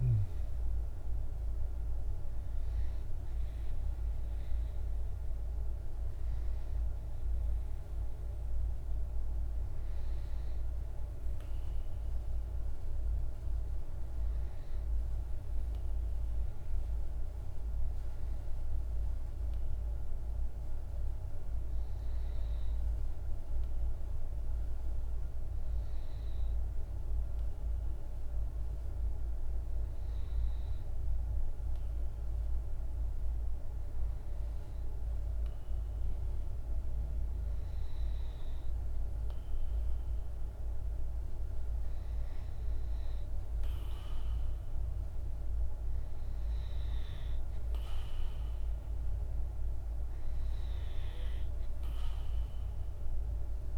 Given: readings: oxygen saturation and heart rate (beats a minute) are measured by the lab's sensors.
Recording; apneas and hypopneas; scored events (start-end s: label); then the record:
breathing in sleep, hard to hear, by a room microphone; 1
0.00-1.00 s: oxygen desaturation (device-marked, oxygen 99% before, 95% lowest, heart rate 52 before, 49 extreme)
14.50-35.50 s: hypopnea (oxygen 97% before, 95% lowest, heart rate 53 before, 50 extreme, up 1 after)
37.50-40.50 s: arousal
From the record:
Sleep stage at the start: N2 (light sleep); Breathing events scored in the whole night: 321 in 7.1 hours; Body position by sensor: on the back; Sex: male